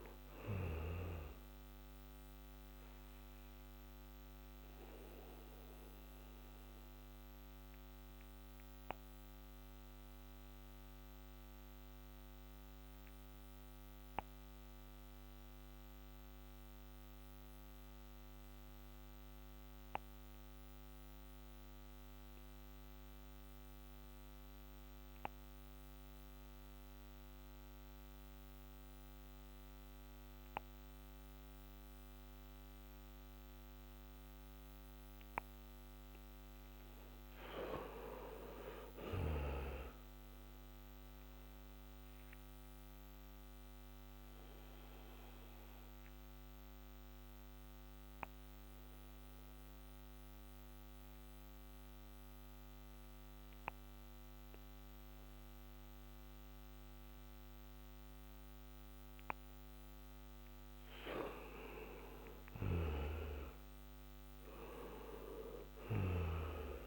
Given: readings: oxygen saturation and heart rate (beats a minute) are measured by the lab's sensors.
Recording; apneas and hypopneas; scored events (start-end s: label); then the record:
breathing in sleep by a microphone on the trachea; 2
0.00-24.50 s: oxygen desaturation (device-marked, oxygen 87% lowest, heart rate 56 extreme)
4.50-33.50 s: obstructive apnea (oxygen 98% before, 87% lowest, heart rate 72 before, 56 extreme, up 11 after)
36.50-40.00 s: arousal
45.50-60.50 s: obstructive apnea (oxygen 98% before, 90% lowest, heart rate 63 before, 56 extreme, up 12 after)
50.50-66.50 s: oxygen desaturation (device-marked, oxygen 95% before, 90% lowest, heart rate 65 before, 55 extreme)
62.50-66.87 s: arousal
From the record:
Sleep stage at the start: N2 (light sleep); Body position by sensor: on the back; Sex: male